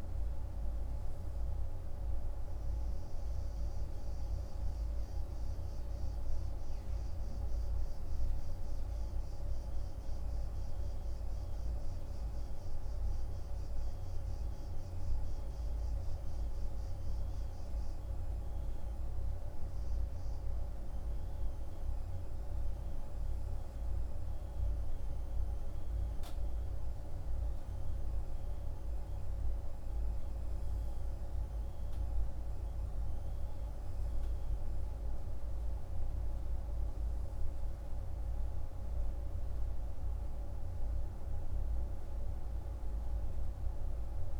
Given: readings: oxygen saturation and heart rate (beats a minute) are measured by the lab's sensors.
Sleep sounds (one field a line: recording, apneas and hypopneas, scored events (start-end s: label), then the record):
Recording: breathing in sleep, hard to hear, by a room microphone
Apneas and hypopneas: none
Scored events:
none scored
From the record:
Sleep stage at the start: N2 (light sleep)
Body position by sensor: on the right side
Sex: male